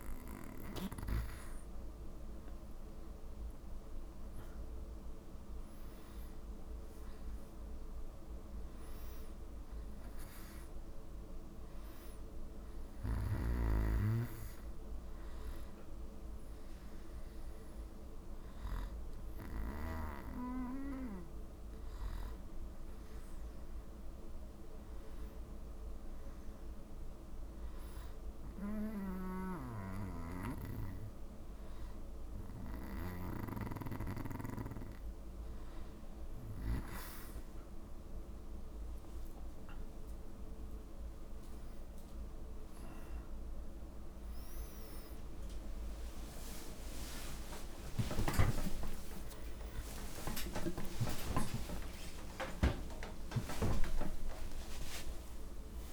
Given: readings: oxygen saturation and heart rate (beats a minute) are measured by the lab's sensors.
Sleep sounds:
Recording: breathing in sleep by a room microphone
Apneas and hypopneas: none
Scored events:
0.00-4.00 s: arousal
42.50-55.93 s: new sleep stage, N1 (lightest sleep)
45.50-55.50 s: oxygen desaturation (device-marked, oxygen 96% before, 93% lowest)
46.50-53.00 s: arousal
From the record:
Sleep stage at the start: N2 (light sleep)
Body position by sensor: on the back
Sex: male

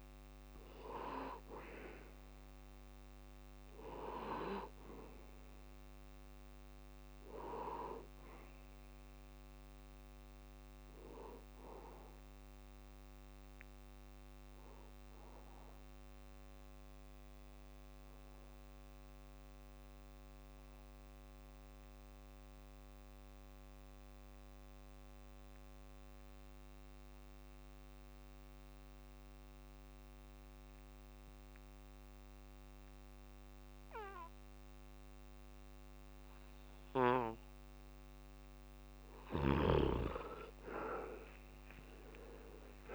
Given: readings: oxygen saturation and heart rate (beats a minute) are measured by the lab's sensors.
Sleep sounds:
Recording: breathing in sleep by a microphone on the trachea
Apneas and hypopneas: 1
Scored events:
0.00-15.00 s: oxygen desaturation (device-marked, oxygen 83% lowest, heart rate 65 extreme)
14.50-37.50 s: mixed apnea (oxygen 95% before, 84% lowest, heart rate 128 before, 65 extreme)
32.00-42.95 s: oxygen desaturation (device-marked, oxygen 98% before, 84% lowest, heart rate 71 before, 64 extreme)
41.00-42.95 s: arousal
From the record:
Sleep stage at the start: N2 (light sleep)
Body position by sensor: on the back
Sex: male

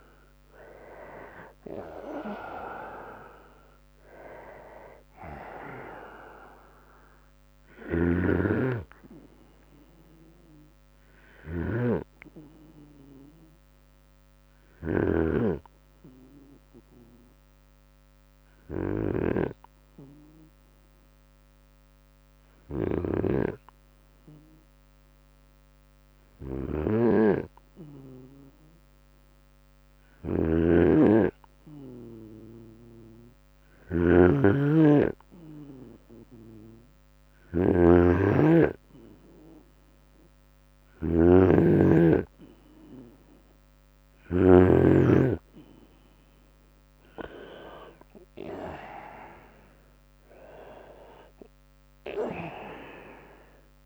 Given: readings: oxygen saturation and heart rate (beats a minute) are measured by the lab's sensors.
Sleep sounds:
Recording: breathing in sleep by a microphone on the trachea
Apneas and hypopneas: 1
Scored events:
0.00-12.50 s: drop in pulse transit time (device-marked, heart rate 73 extreme)
5.50-7.50 s: long interval between heartbeats (device-marked, heart rate 75 before, 73 extreme)
7.00-14.50 s: snoring (device-marked)
14.00-27.50 s: hypopnea (oxygen 100% before, 96% lowest, heart rate 77 before, 48 extreme, up 30 after)
15.00-17.00 s: long interval between heartbeats (device-marked, heart rate 77 before, 69 extreme)
15.50-20.50 s: bradycardia (device-marked, heart rate 75 before, 57 extreme)
17.00-19.00 s: long interval between heartbeats (device-marked, heart rate 77 before, 70 extreme)
19.50-21.50 s: long interval between heartbeats (device-marked, heart rate 76 before, 48 extreme)
29.00-43.50 s: snoring (device-marked)
29.50-31.50 s: long interval between heartbeats (device-marked, heart rate 69 before, 65 extreme)
30.50-34.50 s: arousal
33.00-35.00 s: long interval between heartbeats (device-marked, heart rate 67 before, 69 extreme)
39.50-41.50 s: oxygen desaturation (device-marked, oxygen 100% before, 98% lowest, heart rate 66 before, 49 extreme)
42.50-44.50 s: bradycardia (device-marked, heart rate 74 before, 70 extreme)
43.00-45.00 s: long interval between heartbeats (device-marked, heart rate 69 before, 70 extreme)
45.50-53.85 s: drop in pulse transit time (device-marked, heart rate 70 before, 55 extreme)
From the record:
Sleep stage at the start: N2 (light sleep)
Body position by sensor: on the right side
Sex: male

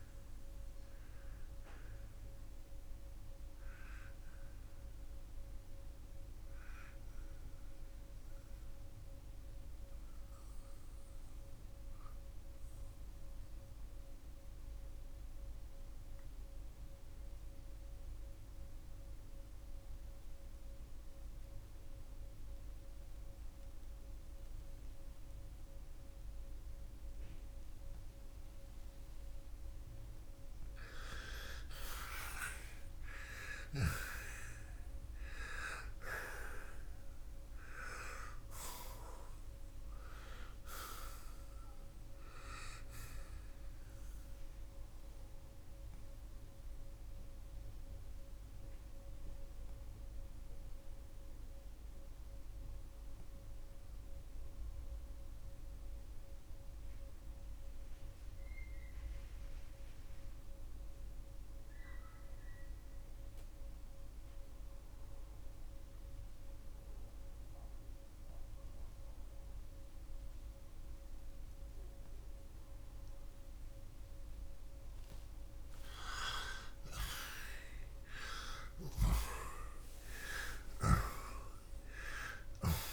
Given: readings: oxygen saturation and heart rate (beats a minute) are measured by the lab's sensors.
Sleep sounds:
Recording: breathing in sleep by a room microphone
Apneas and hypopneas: 2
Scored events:
0.00-11.00 s: oxygen desaturation (device-marked, oxygen 90% lowest, heart rate 51 extreme)
8.50-30.50 s: mixed apnea (oxygen 95% before, 83% lowest, heart rate 67 before, 71 extreme, up 11 after)
18.00-34.00 s: oxygen desaturation (device-marked, oxygen 91% before, 83% lowest, heart rate 74 before, 69 extreme)
32.50-38.00 s: arousal
46.00-74.00 s: mixed apnea (oxygen 95% before, 82% lowest, heart rate 82 before, 66 extreme, up 46 after)
51.00-76.00 s: oxygen desaturation (device-marked, oxygen 93% before, 84% lowest, heart rate 81 before, 60 extreme)
76.50-82.93 s: arousal
From the record:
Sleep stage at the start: N2 (light sleep)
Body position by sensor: on the back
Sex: male

